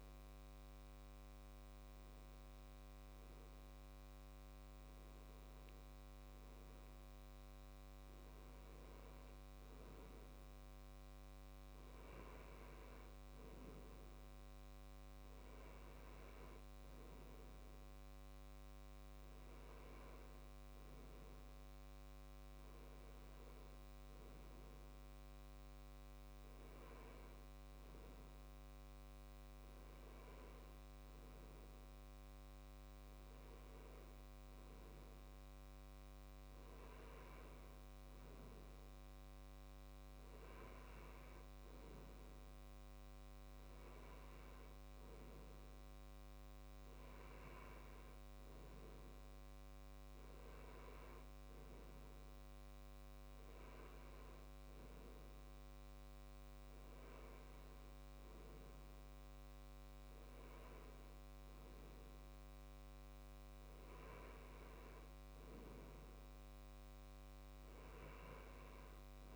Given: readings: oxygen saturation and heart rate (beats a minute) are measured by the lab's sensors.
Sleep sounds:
breathing in sleep, hard to hear, by a microphone on the trachea; none
none scored
From the record:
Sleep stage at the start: N2 (light sleep); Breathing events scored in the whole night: 228 in 4.7 hours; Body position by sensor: on the left side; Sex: male

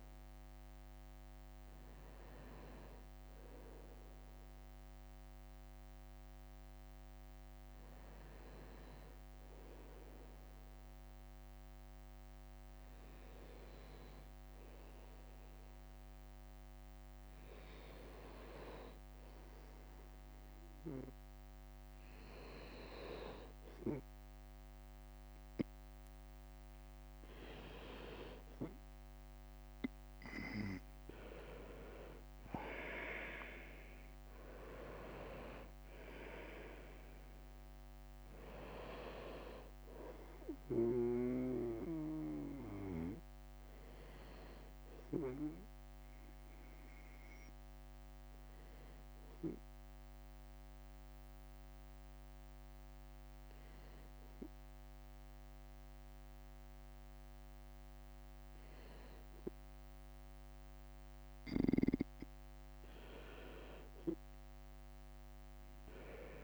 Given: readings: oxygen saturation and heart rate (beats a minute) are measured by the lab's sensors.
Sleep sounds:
breathing in sleep by a microphone on the trachea; 2
0.00-28.00 s: bradycardia (device-marked, heart rate 53 extreme)
7.50-25.00 s: hypopnea (oxygen 96% before, 92% lowest, heart rate 60 before, 55 extreme, up 4 after)
23.00-47.00 s: oxygen desaturation (device-marked, oxygen 98% before, 92% lowest, heart rate 56 before, 55 extreme)
31.00-34.00 s: arousal
39.00-61.00 s: bradycardia (device-marked, heart rate 65 before, 55 extreme)
42.50-61.00 s: hypopnea (oxygen 98% before, 92% lowest, heart rate 61 before, 56 extreme, up 9 after)
64.50-66.44 s: arousal
From the record:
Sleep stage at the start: N2 (light sleep); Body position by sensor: on the right side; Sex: male

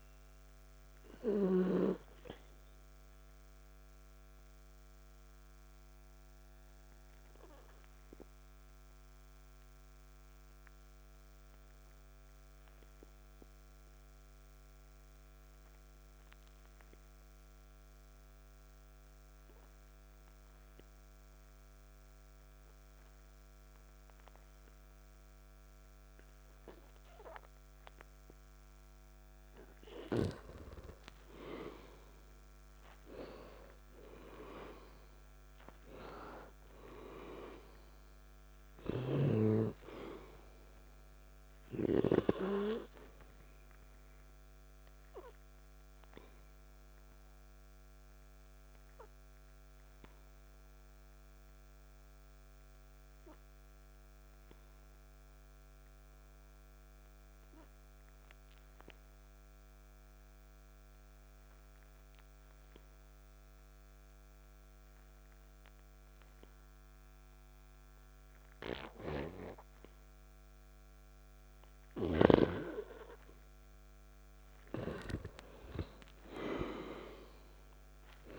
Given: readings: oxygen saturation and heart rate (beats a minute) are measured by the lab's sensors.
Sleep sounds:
breathing in sleep by a microphone on the trachea; 2
0.00-24.50 s: oxygen desaturation (device-marked, oxygen 87% lowest, heart rate 51 extreme)
4.00-29.00 s: obstructive apnea (oxygen 97% before, 87% lowest, heart rate 59 before, 51 extreme, up 3 after)
31.00-35.50 s: arousal
40.50-46.50 s: oxygen desaturation (device-marked, oxygen 98% before, 95% lowest, heart rate 53 before, 51 extreme)
43.50-73.50 s: obstructive apnea (oxygen 99% before, 90% lowest, heart rate 53 before, 48 extreme, up 5 after)
52.50-70.50 s: oxygen desaturation (device-marked, oxygen 96% before, 90% lowest, heart rate 55 before, 48 extreme)
75.50-78.39 s: arousal
From the record:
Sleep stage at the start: N2 (light sleep); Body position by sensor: on the back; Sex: male

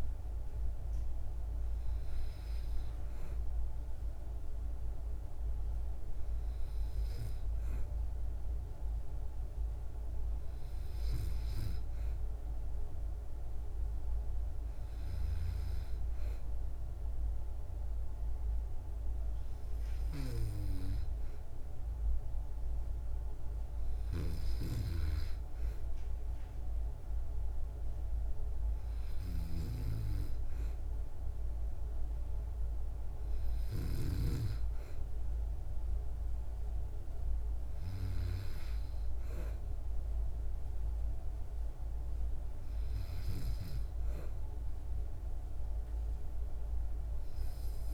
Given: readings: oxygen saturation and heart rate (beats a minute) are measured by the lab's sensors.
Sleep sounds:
breathing in sleep by a room microphone; none
none scored
From the record:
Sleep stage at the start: N2 (light sleep); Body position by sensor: on the back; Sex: female

